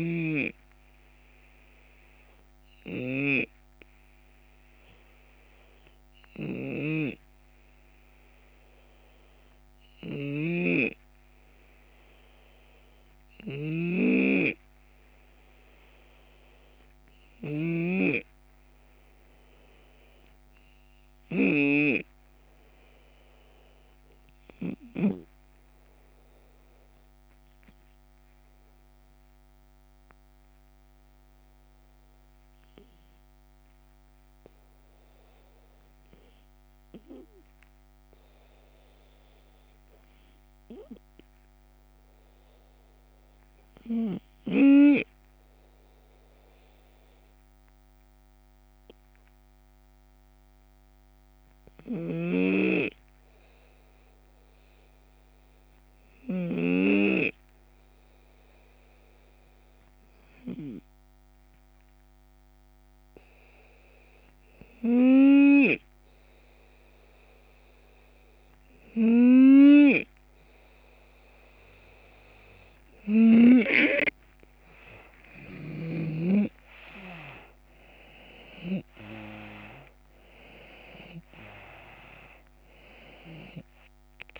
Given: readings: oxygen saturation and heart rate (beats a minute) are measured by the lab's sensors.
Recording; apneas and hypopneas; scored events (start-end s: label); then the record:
breathing in sleep by a microphone on the trachea; 1
0.00-15.00 s: oxygen desaturation (device-marked, oxygen 85% lowest, heart rate 74 extreme)
0.00-24.50 s: snoring (device-marked)
1.00-68.50 s: hypopnea (oxygen 91% before, 79% lowest, heart rate 79 before, 74 extreme, up 3 after)
28.00-39.00 s: drop in pulse transit time (device-marked, heart rate 76 before, 75 extreme)
36.00-84.39 s: oxygen desaturation (device-marked, oxygen 92% before, 80% lowest, heart rate 77 before, 76 extreme)
50.00-55.00 s: drop in pulse transit time (device-marked, heart rate 77 before, 78 extreme)
51.50-56.00 s: snoring (device-marked)
64.50-73.00 s: snoring (device-marked)
73.00-84.39 s: drop in pulse transit time (device-marked, heart rate 81 before, 82 extreme)
74.00-79.50 s: arousal
75.00-78.50 s: snoring (device-marked)
From the record:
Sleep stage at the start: N2 (light sleep); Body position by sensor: on the left side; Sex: male